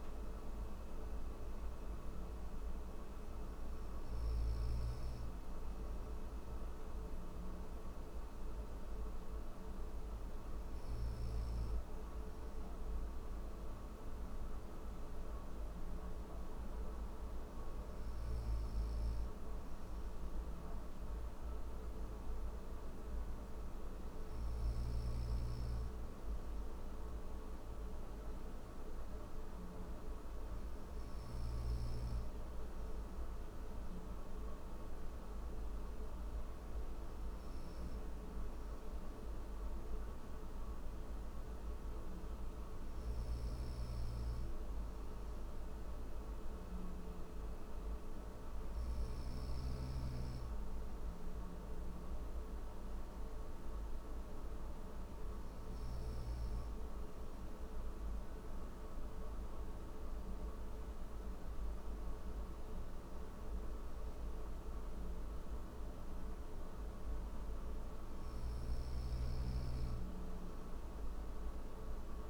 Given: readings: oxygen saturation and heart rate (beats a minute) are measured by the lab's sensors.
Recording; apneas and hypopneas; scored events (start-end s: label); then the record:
breathing in sleep, hard to hear, by a room microphone; none
42.00-48.50 s: snoring (device-marked)
From the record:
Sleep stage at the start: N3 (deep sleep); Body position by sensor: on the right side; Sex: male